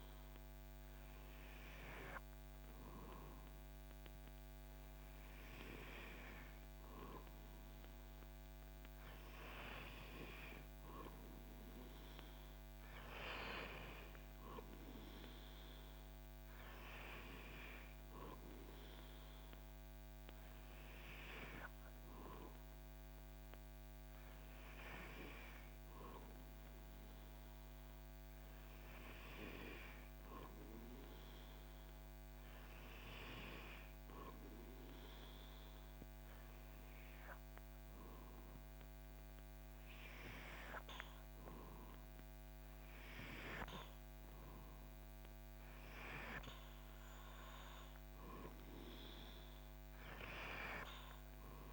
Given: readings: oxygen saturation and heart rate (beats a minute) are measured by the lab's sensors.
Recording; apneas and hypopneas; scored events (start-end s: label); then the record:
breathing in sleep by a microphone on the trachea; none
none scored
From the record:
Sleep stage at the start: N2 (light sleep); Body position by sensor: on the back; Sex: male